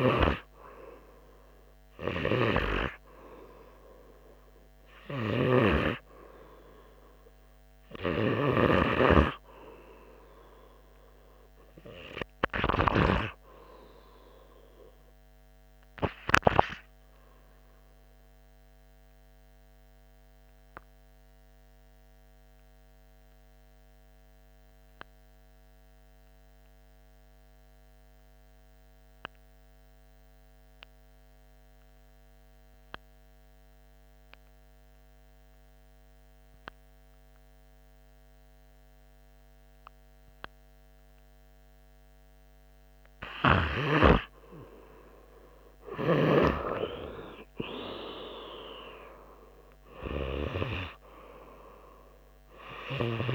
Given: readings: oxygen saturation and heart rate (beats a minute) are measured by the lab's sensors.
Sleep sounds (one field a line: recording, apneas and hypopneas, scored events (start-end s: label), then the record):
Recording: breathing in sleep by a microphone on the trachea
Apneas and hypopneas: 1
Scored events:
2.50-9.00 s: snoring (device-marked)
18.50-43.00 s: obstructive apnea (oxygen 99% before, 93% lowest, heart rate 84 before, 74 extreme, up 5 after)
44.00-47.50 s: arousal
From the record:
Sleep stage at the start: N2 (light sleep)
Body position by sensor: on the right side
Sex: male